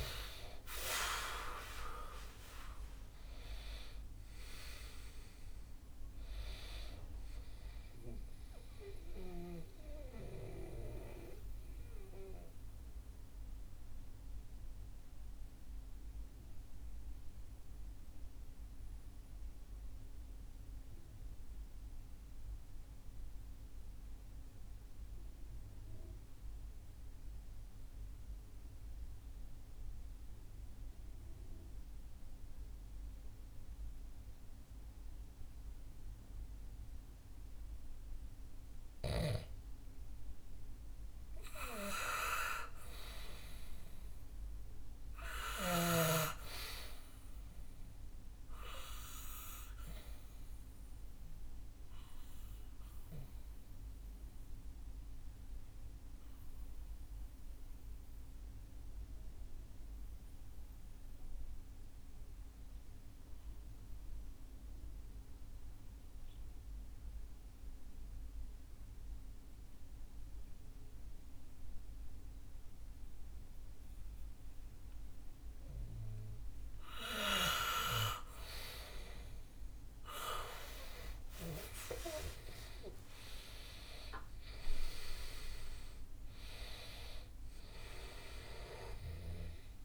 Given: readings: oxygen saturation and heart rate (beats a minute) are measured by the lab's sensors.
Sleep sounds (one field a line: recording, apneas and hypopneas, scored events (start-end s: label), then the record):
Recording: breathing in sleep by a room microphone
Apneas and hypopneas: 2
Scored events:
0.00-1.50 s: arousal
9.50-37.50 s: mixed apnea (oxygen 98% before, 90% lowest, heart rate 67 before, 57 extreme, up 1 after)
40.00-45.00 s: arousal
44.50-65.50 s: oxygen desaturation (device-marked, oxygen 98% before, 92% lowest, heart rate 64 before, 61 extreme)
51.00-74.50 s: obstructive apnea (oxygen 99% before, 92% lowest, heart rate 65 before, 61 extreme, up 5 after)
77.50-89.85 s: oxygen desaturation (device-marked, oxygen 97% before, 93% lowest, heart rate 63 before, 62 extreme)
79.00-84.00 s: arousal
From the record:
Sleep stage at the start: N2 (light sleep)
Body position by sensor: on the back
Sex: male